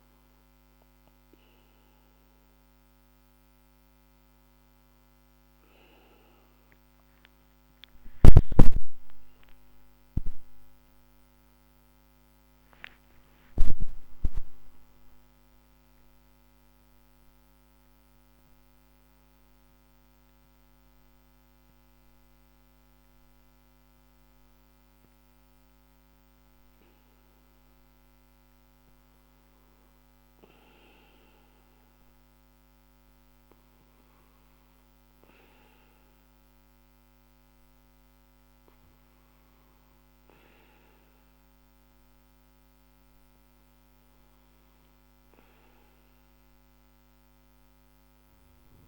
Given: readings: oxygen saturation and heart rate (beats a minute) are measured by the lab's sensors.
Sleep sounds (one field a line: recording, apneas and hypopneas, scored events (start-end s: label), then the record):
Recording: breathing in sleep by a microphone on the trachea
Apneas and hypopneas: none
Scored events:
6.50-11.00 s: arousal
From the record:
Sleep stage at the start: REM sleep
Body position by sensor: on the back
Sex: male